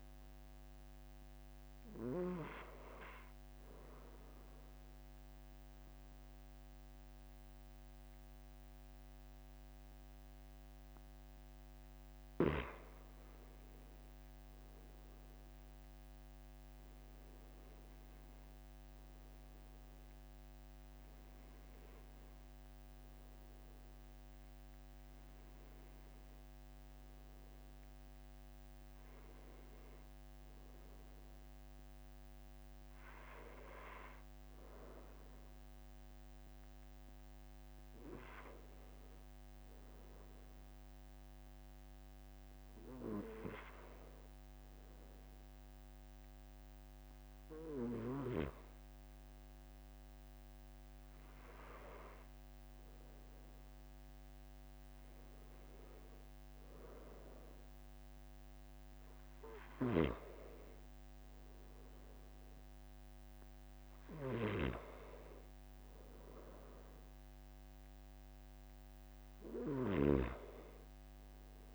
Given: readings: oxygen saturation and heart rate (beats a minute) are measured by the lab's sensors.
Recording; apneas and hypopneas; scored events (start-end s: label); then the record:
breathing in sleep by a microphone on the trachea; 2
4.00-14.50 s: central apnea (oxygen 95% before, 93% lowest, heart rate 46 before, 45 extreme, up 1 after)
16.00-20.50 s: arousal
41.00-54.50 s: hypopnea (oxygen 94% before, 93% lowest, heart rate 47 before, 46 extreme, up 1 after)
63.50-68.00 s: arousal
From the record:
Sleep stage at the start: N2 (light sleep); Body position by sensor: on the back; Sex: male